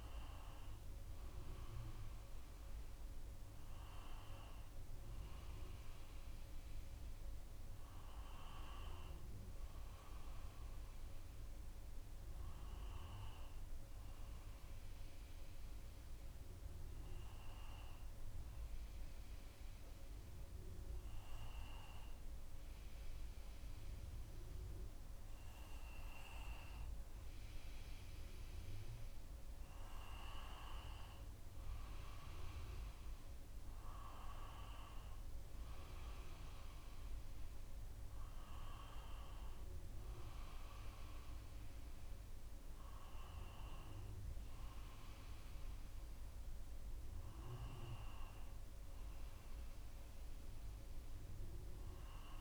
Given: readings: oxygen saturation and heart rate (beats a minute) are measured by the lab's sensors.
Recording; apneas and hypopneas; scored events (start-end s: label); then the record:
breathing in sleep by a room microphone; none
none scored
From the record:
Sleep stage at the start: N2 (light sleep); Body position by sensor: on the right side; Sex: male